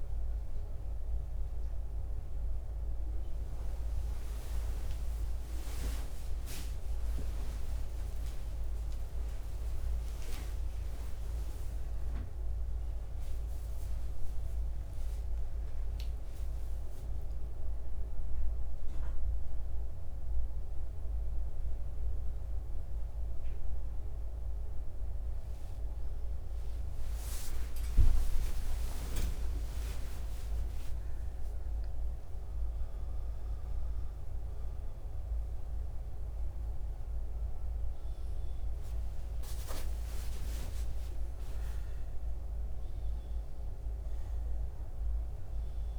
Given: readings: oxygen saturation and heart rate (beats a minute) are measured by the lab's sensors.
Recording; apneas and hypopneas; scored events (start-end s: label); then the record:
a person partly awake in a sleep study, hard to hear, by a room microphone; 1
2.00-12.00 s: obstructive apnea (oxygen 94% before, 89% lowest, heart rate 77 before, 81 extreme, up 21 after)
21.50-36.50 s: oxygen desaturation (device-marked, oxygen 93% before, 89% lowest, heart rate 87 before, 77 extreme)
23.50-45.99 s: new sleep stage, awake
From the record:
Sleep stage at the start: N1 (lightest sleep); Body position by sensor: on the back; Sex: male